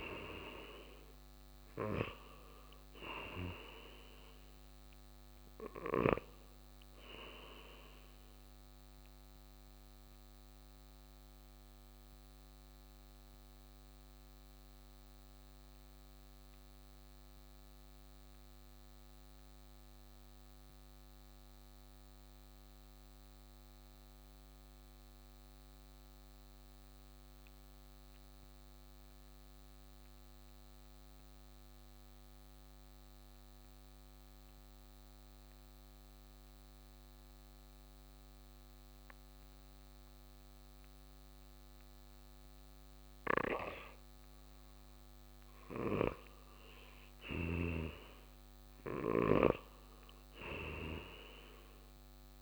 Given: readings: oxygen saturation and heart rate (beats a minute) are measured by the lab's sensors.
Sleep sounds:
breathing in sleep by a microphone on the trachea; 1
0.00-22.50 s: oxygen desaturation (device-marked, oxygen 83% lowest, heart rate 56 extreme)
9.00-46.00 s: mixed apnea (oxygen 95% before, 83% lowest, heart rate 64 before, 56 extreme, up 6 after)
36.50-52.42 s: oxygen desaturation (device-marked, oxygen 99% before, 88% lowest, heart rate 57 before, 56 extreme)
43.50-51.00 s: snoring (device-marked)
48.00-52.42 s: arousal
From the record:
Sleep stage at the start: N2 (light sleep); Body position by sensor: on the right side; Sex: male

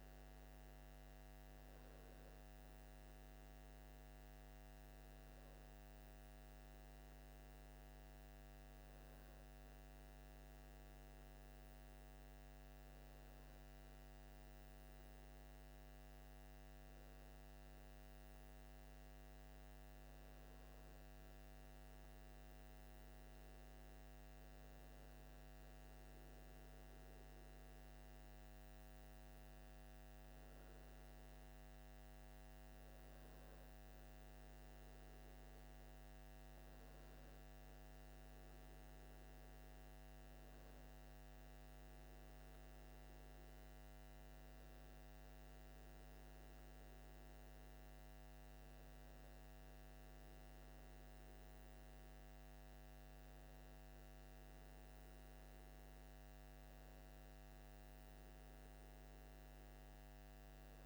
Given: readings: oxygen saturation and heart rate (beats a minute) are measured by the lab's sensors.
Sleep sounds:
breathing in sleep, hard to hear, by a microphone on the trachea; none
none scored
From the record:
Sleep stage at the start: N2 (light sleep); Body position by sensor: on the left side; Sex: male

